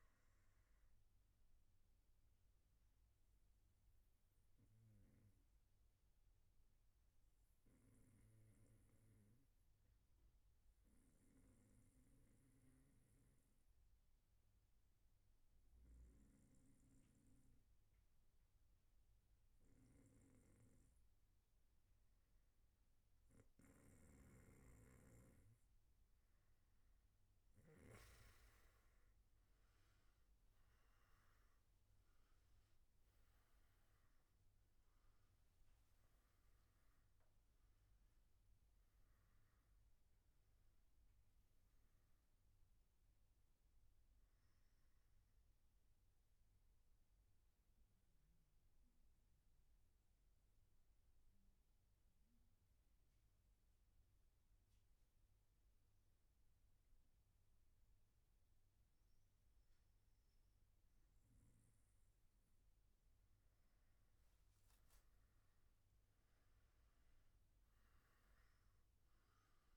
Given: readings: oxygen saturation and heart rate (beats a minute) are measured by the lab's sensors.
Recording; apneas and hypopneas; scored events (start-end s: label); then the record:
breathing in sleep, hard to hear, by a room microphone; 2
7.00-22.00 s: obstructive apnea (oxygen 96% before, 93% lowest, heart rate 119 before, 106 extreme, up 11 after)
46.00-63.50 s: obstructive apnea (oxygen 96% before, 93% lowest, heart rate 125 before, 116 extreme, up 1 after)
From the record:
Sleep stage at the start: N3 (deep sleep); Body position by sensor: on the back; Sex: male